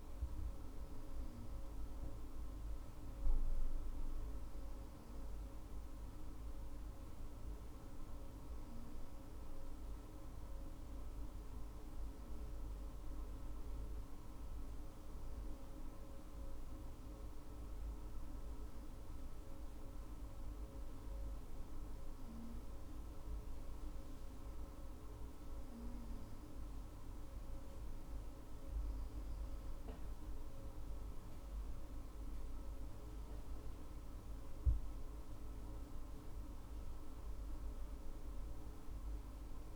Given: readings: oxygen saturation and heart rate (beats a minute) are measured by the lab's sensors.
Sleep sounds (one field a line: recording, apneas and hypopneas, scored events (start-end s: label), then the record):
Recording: breathing in sleep, hard to hear, by a room microphone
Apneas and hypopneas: 1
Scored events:
8.50-23.50 s: hypopnea (oxygen 98% before, 97% lowest, heart rate 59 before, 58 extreme, up 16 after)
29.00-33.00 s: arousal
From the record:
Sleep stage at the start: N2 (light sleep)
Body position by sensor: on the right side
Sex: female